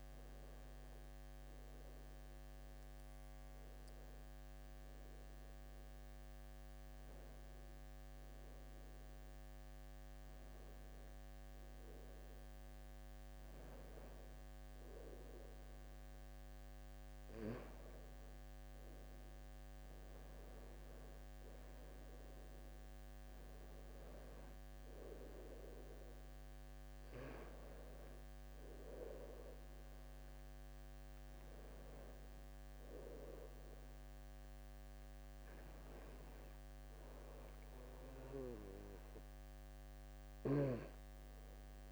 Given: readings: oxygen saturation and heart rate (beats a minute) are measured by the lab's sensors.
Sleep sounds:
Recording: breathing in sleep by a microphone on the trachea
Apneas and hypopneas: none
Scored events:
none scored
From the record:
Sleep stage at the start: N2 (light sleep)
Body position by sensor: on the back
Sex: male

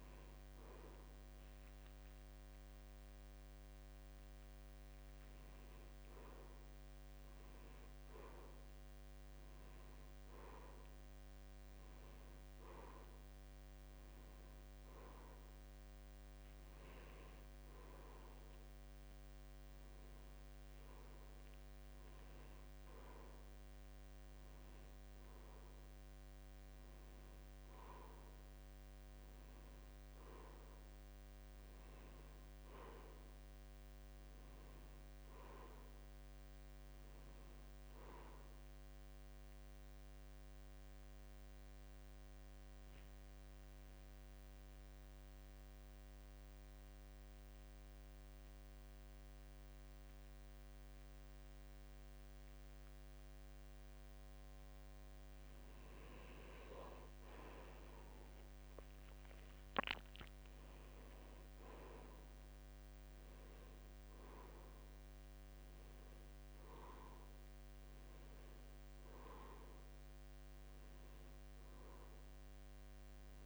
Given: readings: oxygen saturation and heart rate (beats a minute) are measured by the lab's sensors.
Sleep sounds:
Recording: breathing in sleep by a microphone on the trachea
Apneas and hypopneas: 1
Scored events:
1.50-3.50 s: long interval between heartbeats (device-marked, heart rate 81 before, 90 extreme)
34.50-38.50 s: arousal
43.50-45.50 s: long interval between heartbeats (device-marked, heart rate 73 before, 80 extreme)
45.00-55.00 s: central apnea (oxygen 94% before, 87% lowest, heart rate 74 before, 75 extreme, up 5 after)
58.00-61.50 s: arousal
60.00-73.46 s: oxygen desaturation (device-marked, oxygen 93% before, 87% lowest, heart rate 77 before, 74 extreme)
From the record:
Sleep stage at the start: N2 (light sleep)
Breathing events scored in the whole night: 241 in 3.6 hours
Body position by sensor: on the back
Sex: male

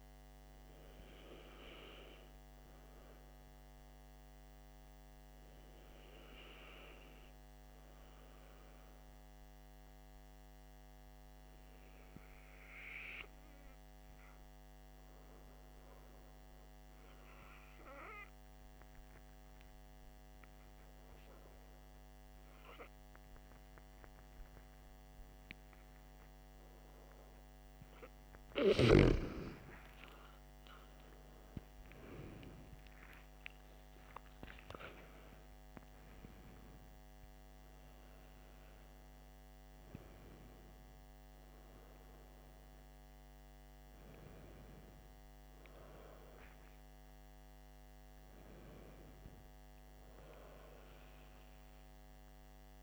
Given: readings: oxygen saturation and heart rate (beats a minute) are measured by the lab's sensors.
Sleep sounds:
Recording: breathing in sleep by a microphone on the trachea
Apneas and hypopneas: 1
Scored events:
6.00-27.50 s: hypopnea (oxygen 96% before, 92% lowest, heart rate 56 before, 53 extreme, up 16 after)
30.50-34.50 s: arousal
From the record:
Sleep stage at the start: N2 (light sleep)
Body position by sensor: on the back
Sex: male

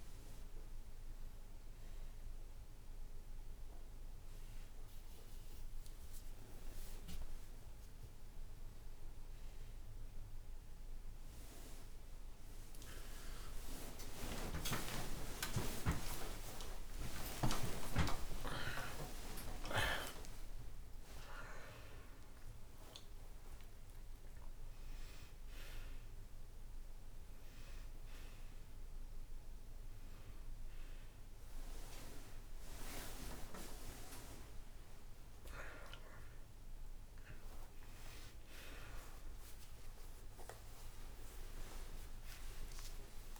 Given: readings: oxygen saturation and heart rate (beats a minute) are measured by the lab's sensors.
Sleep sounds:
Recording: a person awake in a sleep study, by a room microphone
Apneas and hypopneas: none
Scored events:
13.50-20.50 s: tachycardia (device-marked, heart rate 65 before, 137 extreme)
37.50-43.40 s: oxygen desaturation (device-marked, oxygen 99% before, 96% lowest, heart rate 90 before, 66 extreme)
From the record:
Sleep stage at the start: awake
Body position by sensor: on the back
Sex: male

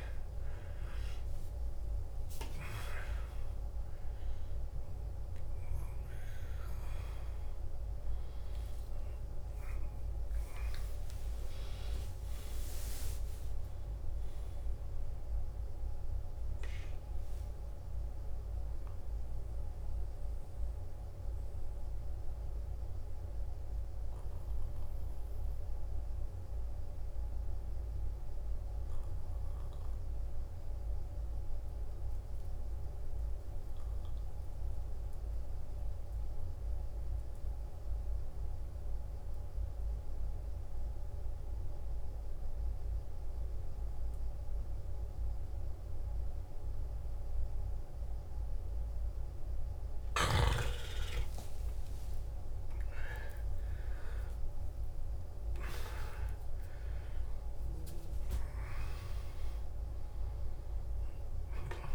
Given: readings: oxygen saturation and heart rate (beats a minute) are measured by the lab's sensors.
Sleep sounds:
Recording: breathing in sleep by a room microphone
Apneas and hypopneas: 1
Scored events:
0.00-23.00 s: oxygen desaturation (device-marked, oxygen 86% lowest, heart rate 53 extreme)
20.50-50.50 s: mixed apnea (oxygen 92% before, 89% lowest, heart rate 71 before, 53 extreme, up 19 after)
44.00-61.95 s: oxygen desaturation (device-marked, oxygen 98% before, 89% lowest, heart rate 54 before, 54 extreme)
51.50-56.00 s: arousal
From the record:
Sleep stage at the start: N2 (light sleep)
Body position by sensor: on the back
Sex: male

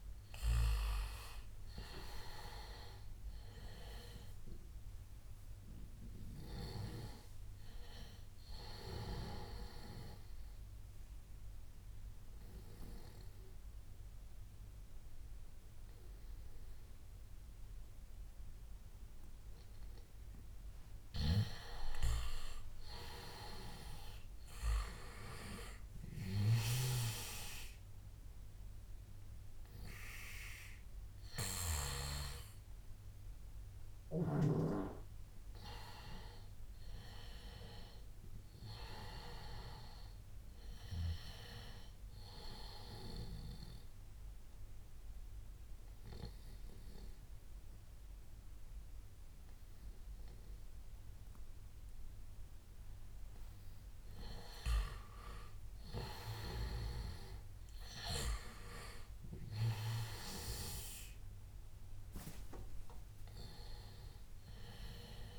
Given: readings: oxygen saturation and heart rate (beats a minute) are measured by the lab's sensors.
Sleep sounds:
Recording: breathing in sleep by a room microphone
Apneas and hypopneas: 2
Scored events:
1.50-18.50 s: oxygen desaturation (device-marked, oxygen 97% before, 92% lowest, heart rate 82 before, 75 extreme)
9.50-20.50 s: obstructive apnea (oxygen 97% before, 93% lowest, heart rate 84 before, 75 extreme, up 10 after)
22.00-26.50 s: arousal
26.50-41.50 s: oxygen desaturation (device-marked, oxygen 98% before, 93% lowest, heart rate 80 before, 72 extreme)
29.00-34.00 s: arousal
43.00-54.00 s: obstructive apnea (oxygen 98% before, 92% lowest, heart rate 83 before, 72 extreme, up 15 after)
55.50-59.50 s: arousal
60.50-65.39 s: oxygen desaturation (device-marked, oxygen 97% before, 93% lowest, heart rate 80 before, 74 extreme)
From the record:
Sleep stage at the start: N2 (light sleep)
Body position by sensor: on the back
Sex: male

